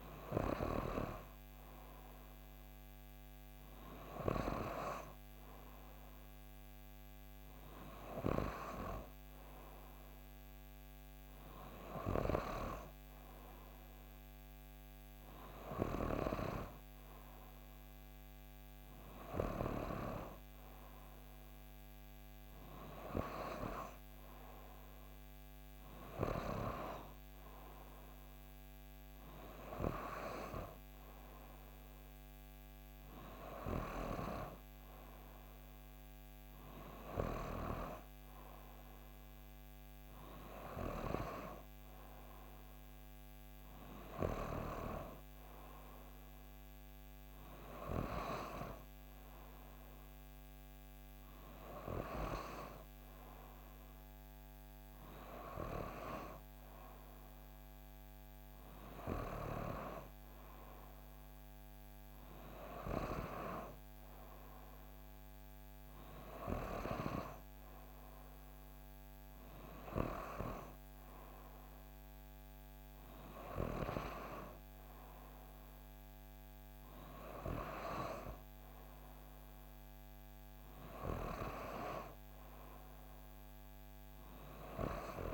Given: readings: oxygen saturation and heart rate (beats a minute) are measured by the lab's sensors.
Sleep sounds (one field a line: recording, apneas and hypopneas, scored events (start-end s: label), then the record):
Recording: breathing in sleep by a microphone on the trachea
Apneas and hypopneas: none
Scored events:
none scored
From the record:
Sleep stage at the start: N3 (deep sleep)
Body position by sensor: on the back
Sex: female